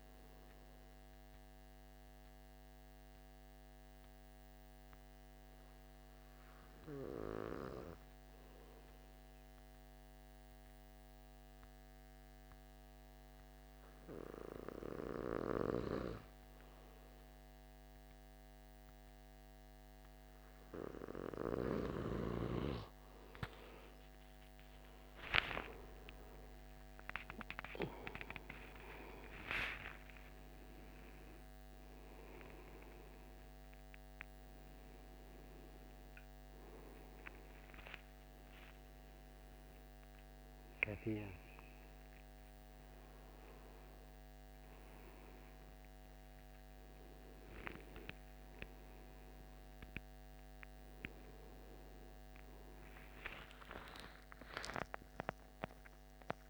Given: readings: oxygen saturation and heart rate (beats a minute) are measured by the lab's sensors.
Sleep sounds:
a person awake in a sleep study, by a microphone on the trachea; 1
0.00-5.50 s: oxygen desaturation (device-marked, oxygen 93% lowest)
1.50-21.50 s: hypopnea (oxygen 97% before, 93% lowest)
10.50-56.50 s: new sleep stage, awake
From the record:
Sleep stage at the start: N2 (light sleep); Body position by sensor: on the back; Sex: male

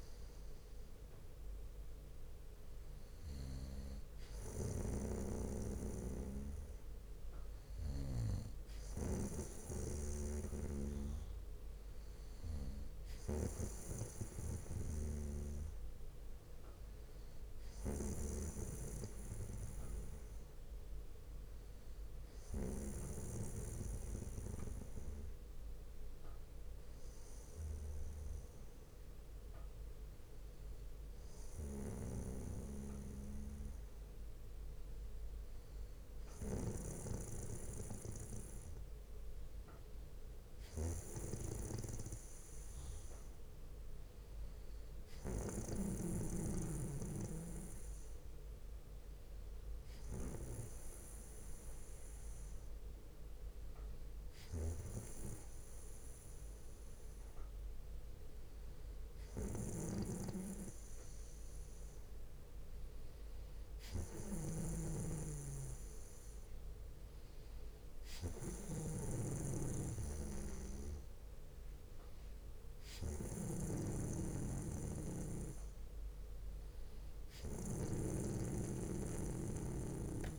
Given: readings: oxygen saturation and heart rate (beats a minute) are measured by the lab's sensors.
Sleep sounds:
breathing in sleep by a room microphone; none
3.00-5.00 s: bradycardia (device-marked, heart rate 66 before, 62 extreme)
15.00-18.00 s: bradycardia (device-marked, heart rate 66 before, 63 extreme)
24.00-26.00 s: bradycardia (device-marked, heart rate 66 before, 63 extreme)
36.00-38.00 s: bradycardia (device-marked, heart rate 66 before, 59 extreme)
40.00-42.00 s: bradycardia (device-marked, heart rate 66 before, 59 extreme)
52.00-54.00 s: bradycardia (device-marked, heart rate 65 before, 58 extreme)
62.00-64.00 s: bradycardia (device-marked, heart rate 65 before, 64 extreme)
67.00-69.00 s: bradycardia (device-marked, heart rate 65 before, 63 extreme)
72.00-74.00 s: bradycardia (device-marked, heart rate 65 before, 62 extreme)
76.00-78.00 s: bradycardia (device-marked, heart rate 65 before, 58 extreme)
From the record:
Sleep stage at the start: N2 (light sleep); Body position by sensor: on the back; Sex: male

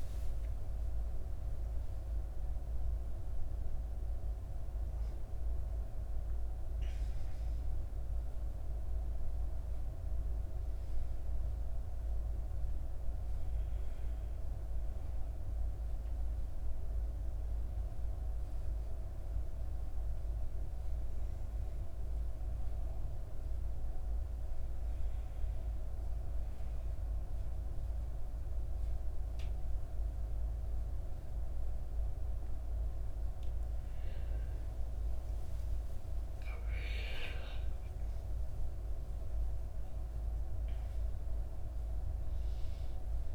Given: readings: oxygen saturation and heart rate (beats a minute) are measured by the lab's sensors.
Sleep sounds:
a person awake in a sleep study, hard to hear, by a room microphone; none
none scored
From the record:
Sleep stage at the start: awake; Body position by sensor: on the back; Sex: female

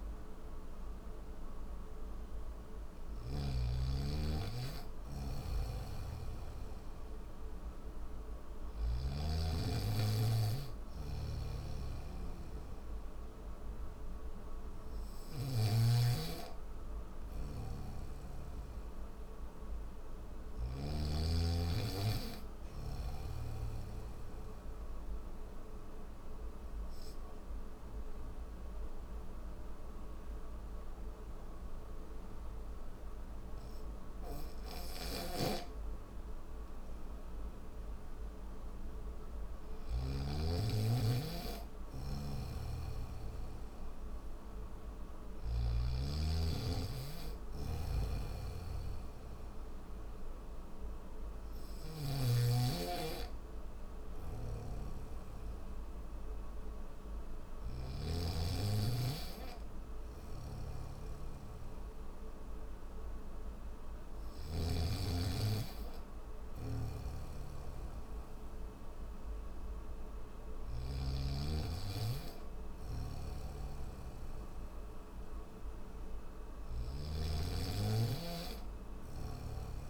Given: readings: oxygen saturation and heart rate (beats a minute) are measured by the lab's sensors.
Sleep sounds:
breathing in sleep by a room microphone; none
0.00-3.00 s: snoring (device-marked)
5.00-8.50 s: snoring (device-marked)
10.50-15.00 s: snoring (device-marked)
17.00-20.50 s: snoring (device-marked)
34.00-39.50 s: snoring (device-marked)
41.50-45.00 s: snoring (device-marked)
47.00-57.50 s: snoring (device-marked)
51.00-79.90 s: new sleep stage, N1 (lightest sleep)
59.50-64.00 s: snoring (device-marked)
66.00-70.50 s: snoring (device-marked)
72.50-76.50 s: snoring (device-marked)
From the record:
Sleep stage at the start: N3 (deep sleep); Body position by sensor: on the back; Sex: male

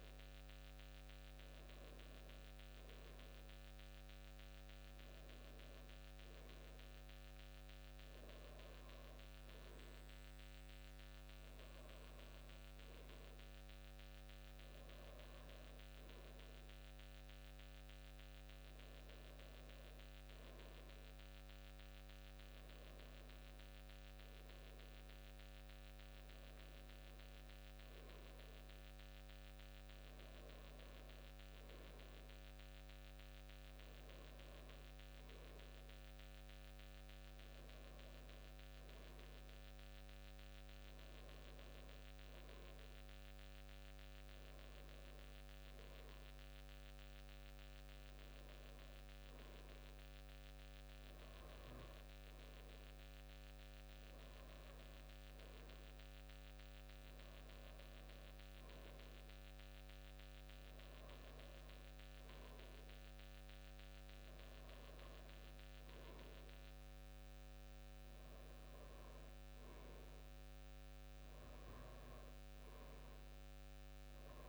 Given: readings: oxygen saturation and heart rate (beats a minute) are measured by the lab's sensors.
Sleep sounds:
breathing in sleep, hard to hear, by a microphone on the trachea; none
none scored
From the record:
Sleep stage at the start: N2 (light sleep); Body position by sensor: on the back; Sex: male

